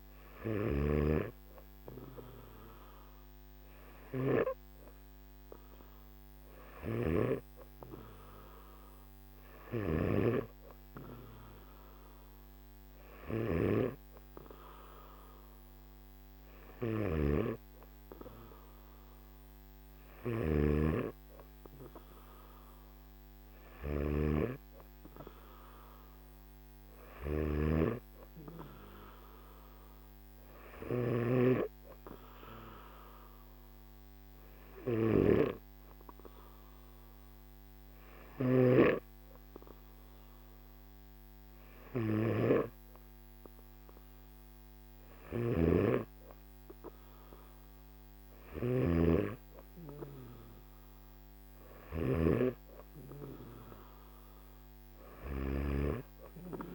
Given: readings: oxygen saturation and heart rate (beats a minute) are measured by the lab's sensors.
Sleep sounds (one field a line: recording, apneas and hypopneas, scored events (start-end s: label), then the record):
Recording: breathing in sleep by a microphone on the trachea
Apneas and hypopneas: none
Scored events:
16.50-31.00 s: snoring (device-marked)
45.00-55.50 s: snoring (device-marked)
From the record:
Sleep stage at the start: N1 (lightest sleep)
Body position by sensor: on the back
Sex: male